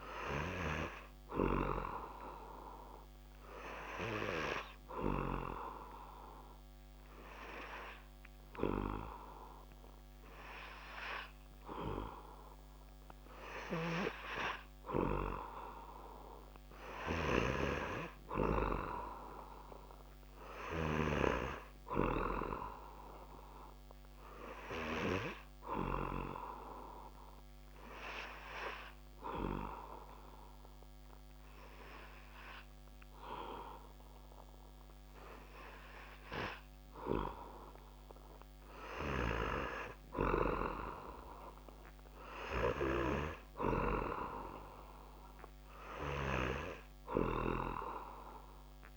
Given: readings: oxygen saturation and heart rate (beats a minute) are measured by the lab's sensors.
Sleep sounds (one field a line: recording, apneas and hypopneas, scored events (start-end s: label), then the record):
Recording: breathing in sleep by a microphone on the trachea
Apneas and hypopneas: 1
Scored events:
25.00-37.00 s: obstructive apnea (oxygen 98% before, 96% lowest)
41.50-45.00 s: arousal
From the record:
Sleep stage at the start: N3 (deep sleep)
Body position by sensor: on the back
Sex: male